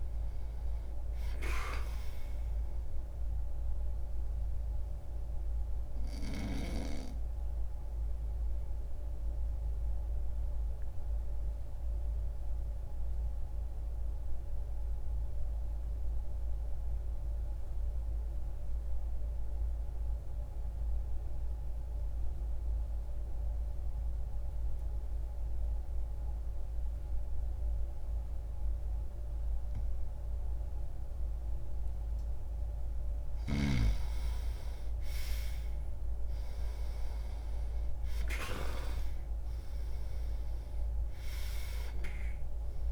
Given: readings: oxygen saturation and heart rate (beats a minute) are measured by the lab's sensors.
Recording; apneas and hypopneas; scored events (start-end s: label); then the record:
breathing in sleep by a room microphone; 1
0.00-25.50 s: oxygen desaturation (device-marked, oxygen 80% lowest)
3.50-31.50 s: obstructive apnea (oxygen 99% before, 80% lowest)
31.50-37.00 s: arousal
34.50-42.92 s: oxygen desaturation (device-marked, oxygen 98% before, 83% lowest)
From the record:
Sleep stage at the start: N2 (light sleep); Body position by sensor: on the back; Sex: male